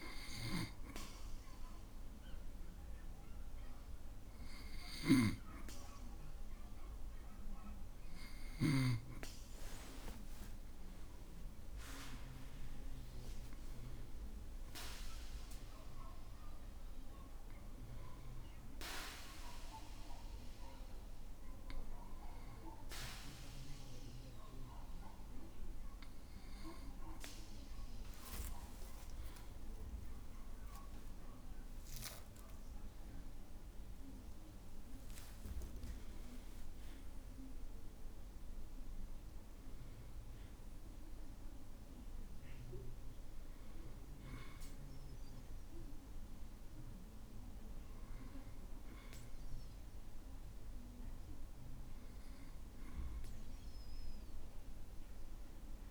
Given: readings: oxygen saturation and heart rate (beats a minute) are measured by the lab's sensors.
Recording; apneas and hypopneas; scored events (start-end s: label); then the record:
breathing in sleep by a room microphone; none
5.00-9.00 s: snoring (device-marked)
9.50-11.50 s: long interval between heartbeats (device-marked, heart rate 58 before, 69 extreme)
30.50-32.50 s: long interval between heartbeats (device-marked, heart rate 62 before, 77 extreme)
31.00-36.00 s: arousal
36.50-38.50 s: long interval between heartbeats (device-marked, heart rate 64 before, 70 extreme)
From the record:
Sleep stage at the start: N2 (light sleep); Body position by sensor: on the back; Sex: male